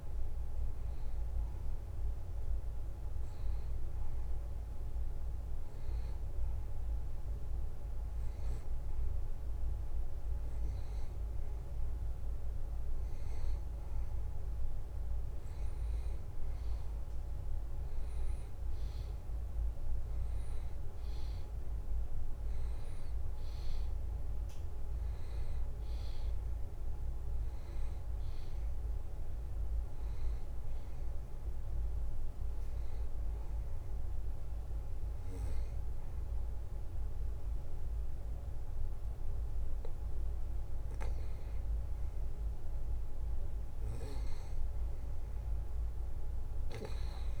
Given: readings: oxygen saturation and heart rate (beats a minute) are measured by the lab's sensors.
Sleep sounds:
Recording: a person partly awake in a sleep study, hard to hear, by a room microphone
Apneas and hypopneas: none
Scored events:
31.50-47.40 s: new sleep stage, awake
From the record:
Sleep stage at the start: N2 (light sleep)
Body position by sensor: on the back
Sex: male

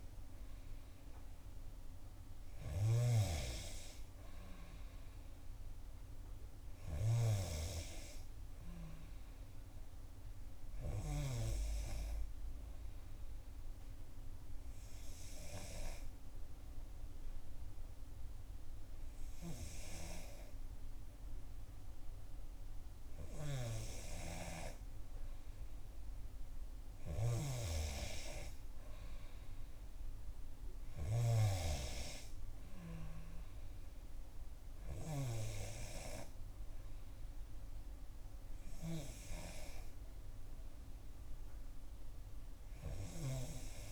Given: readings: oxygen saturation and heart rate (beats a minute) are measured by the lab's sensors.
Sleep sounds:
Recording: breathing in sleep by a room microphone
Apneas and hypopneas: none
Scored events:
none scored
From the record:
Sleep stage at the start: N2 (light sleep)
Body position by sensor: on the back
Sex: female

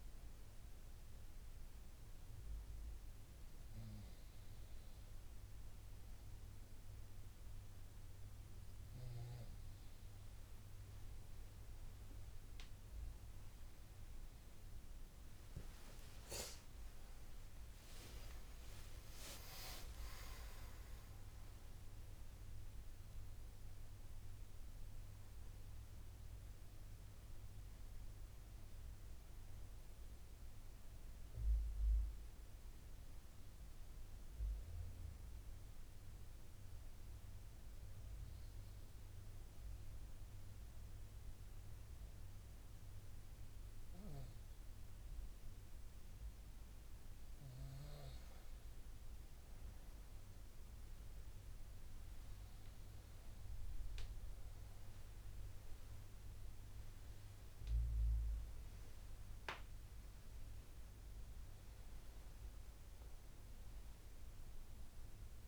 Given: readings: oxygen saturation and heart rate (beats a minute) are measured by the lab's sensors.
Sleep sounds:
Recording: breathing in sleep by a room microphone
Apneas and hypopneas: 1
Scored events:
18.50-23.00 s: arousal
34.00-46.50 s: hypopnea (oxygen 98% before, 95% lowest, heart rate 80 before, 71 extreme, up 5 after)
48.50-52.00 s: arousal
53.00-65.48 s: oxygen desaturation (device-marked, oxygen 99% before, 95% lowest, heart rate 72 before, 68 extreme)
From the record:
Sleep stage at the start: N2 (light sleep)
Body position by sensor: on the front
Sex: male

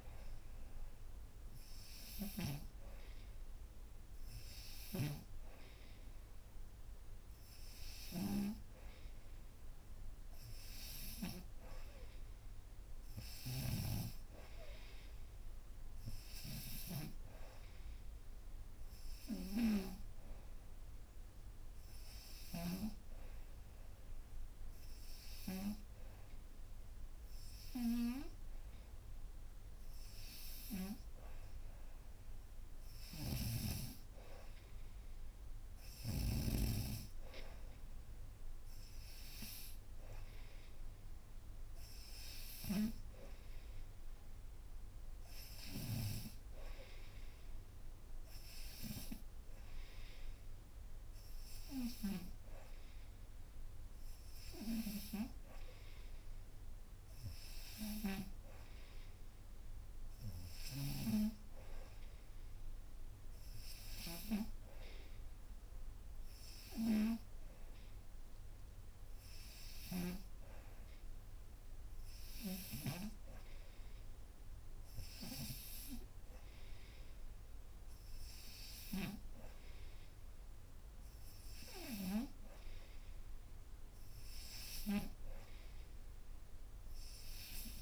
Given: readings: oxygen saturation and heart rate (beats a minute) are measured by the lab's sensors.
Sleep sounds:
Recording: breathing in sleep by a room microphone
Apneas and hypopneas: none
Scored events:
32.50-36.00 s: snoring (device-marked)
35.50-47.50 s: oxygen desaturation (device-marked, oxygen 94% before, 90% lowest, heart rate 80 before, 76 extreme)
From the record:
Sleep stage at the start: N3 (deep sleep)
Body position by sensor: upright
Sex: female

